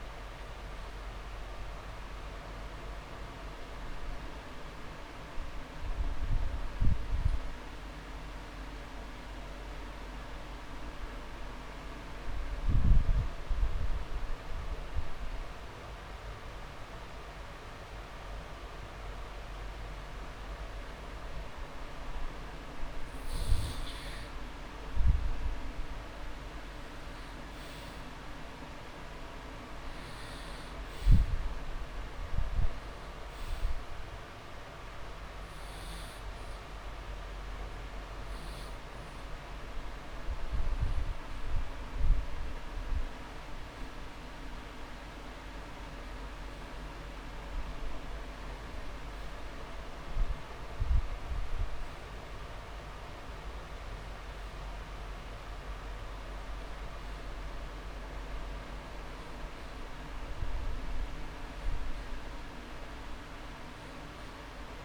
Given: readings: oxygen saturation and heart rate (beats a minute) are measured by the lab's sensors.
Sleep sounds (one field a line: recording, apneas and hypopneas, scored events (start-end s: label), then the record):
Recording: breathing in sleep, hard to hear, by a room microphone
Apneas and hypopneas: 1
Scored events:
0.00-3.50 s: oxygen desaturation (device-marked, oxygen 90% lowest)
0.50-4.00 s: arousal
1.00-3.00 s: long interval between heartbeats (device-marked)
7.00-22.50 s: mixed apnea (oxygen 99% before, 90% lowest)
24.50-28.00 s: arousal
29.50-31.50 s: long interval between heartbeats (device-marked)
32.50-53.50 s: oxygen desaturation (device-marked, oxygen 98% before, 90% lowest)
45.50-47.50 s: long interval between heartbeats (device-marked)
57.50-59.50 s: long interval between heartbeats (device-marked)
From the record:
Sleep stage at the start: N2 (light sleep)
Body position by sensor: on the back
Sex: male